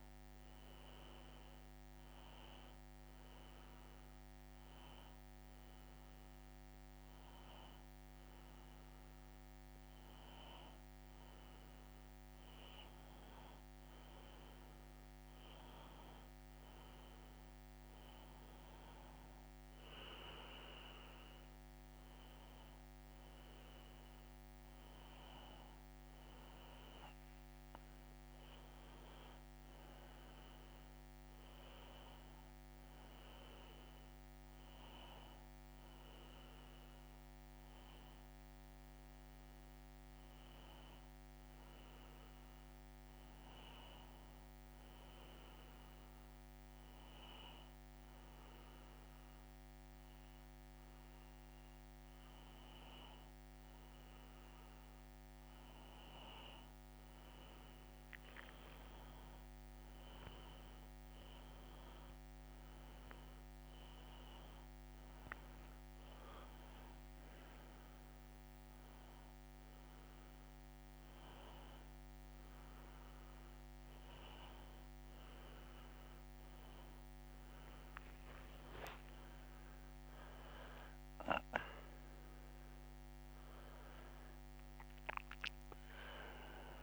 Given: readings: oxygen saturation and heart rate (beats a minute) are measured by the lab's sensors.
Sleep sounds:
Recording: breathing in sleep, hard to hear, by a microphone on the trachea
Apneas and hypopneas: 2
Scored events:
3.00-14.00 s: hypopnea (oxygen 98% before, 93% lowest, heart rate 83 before, 78 extreme, up 2 after)
18.00-21.50 s: arousal
45.00-56.50 s: hypopnea (oxygen 97% before, 93% lowest, heart rate 81 before, 80 extreme, up 1 after)
66.50-68.50 s: long interval between heartbeats (device-marked, heart rate 80 before, 90 extreme)
78.00-82.00 s: arousal
From the record:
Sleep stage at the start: N2 (light sleep)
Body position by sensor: on the back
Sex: male

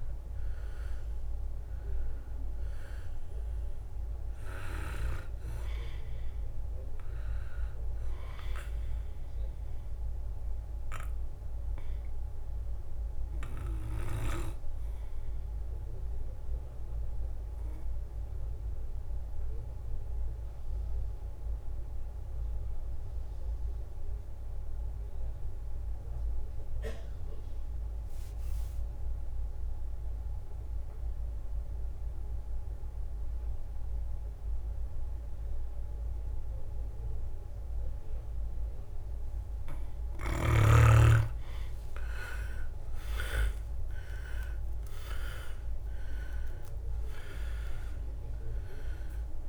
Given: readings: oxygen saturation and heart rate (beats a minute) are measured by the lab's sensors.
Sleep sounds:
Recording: breathing in sleep by a room microphone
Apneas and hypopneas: 1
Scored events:
0.00-7.00 s: drop in pulse transit time (device-marked, heart rate 66 extreme)
0.00-20.00 s: oxygen desaturation (device-marked, oxygen 95% lowest, heart rate 59 extreme)
16.50-39.00 s: obstructive apnea (oxygen 100% before, 89% lowest, heart rate 68 before, 59 extreme, up 15 after)
27.50-29.00 s: leg movement (device-marked)
35.00-49.49 s: oxygen desaturation (device-marked, oxygen 99% before, 89% lowest, heart rate 64 before, 57 extreme)
42.00-47.00 s: arousal
43.00-49.49 s: drop in pulse transit time (device-marked, heart rate 62 before, 65 extreme)
From the record:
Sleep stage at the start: N2 (light sleep)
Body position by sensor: on the back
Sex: male

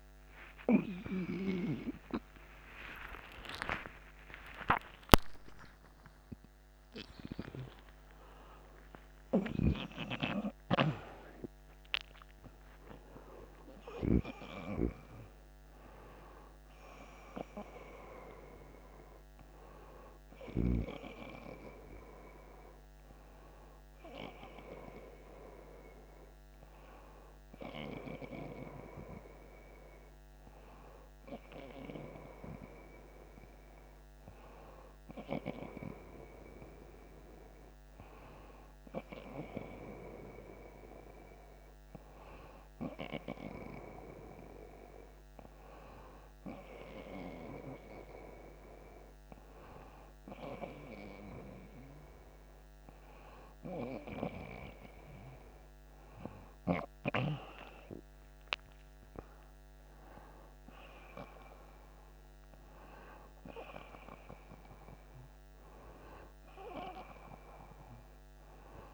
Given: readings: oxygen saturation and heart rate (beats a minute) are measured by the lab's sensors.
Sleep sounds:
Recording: a person partly awake in a sleep study, by a microphone on the trachea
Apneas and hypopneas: none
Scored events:
8.00-68.94 s: new sleep stage, N1 (lightest sleep)
52.50-57.50 s: arousal
From the record:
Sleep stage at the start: awake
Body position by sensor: on the right side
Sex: male

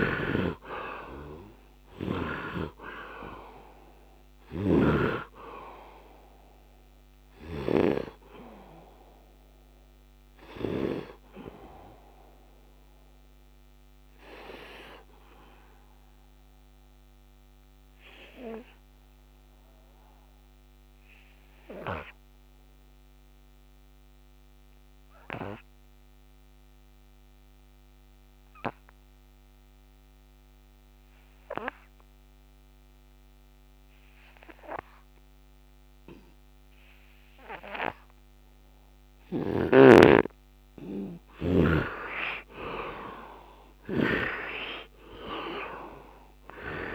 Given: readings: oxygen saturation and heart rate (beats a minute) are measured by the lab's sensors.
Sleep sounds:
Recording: breathing in sleep by a microphone on the trachea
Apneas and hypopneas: 1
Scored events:
0.00-1.00 s: arousal
0.00-26.00 s: oxygen desaturation (device-marked, oxygen 74% lowest)
0.00-46.95 s: bradycardia (device-marked)
4.00-10.50 s: snoring (device-marked)
12.50-39.50 s: obstructive apnea (oxygen 97% before, 73% lowest)
28.00-46.95 s: oxygen desaturation (device-marked, oxygen 100% before, 73% lowest)
42.00-46.95 s: arousal
From the record:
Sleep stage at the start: N2 (light sleep)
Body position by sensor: on the right side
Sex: male

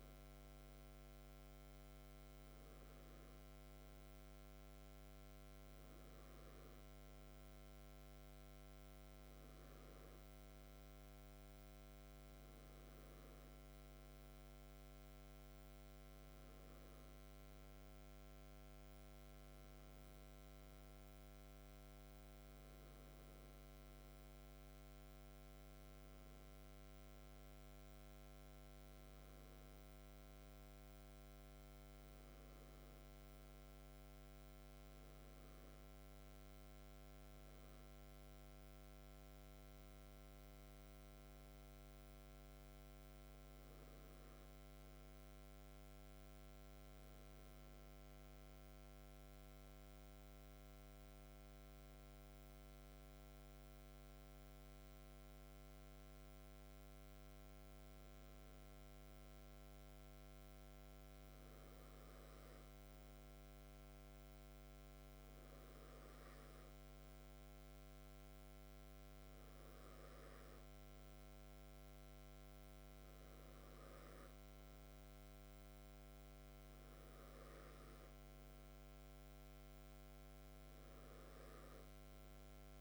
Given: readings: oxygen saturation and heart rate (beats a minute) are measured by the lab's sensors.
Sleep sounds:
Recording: breathing in sleep, hard to hear, by a microphone on the trachea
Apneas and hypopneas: 1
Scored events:
47.50-60.00 s: hypopnea (oxygen 97% before, 95% lowest, heart rate 57 before, 52 extreme, up 4 after)
63.00-68.00 s: arousal
From the record:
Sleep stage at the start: REM sleep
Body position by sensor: on the back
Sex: male

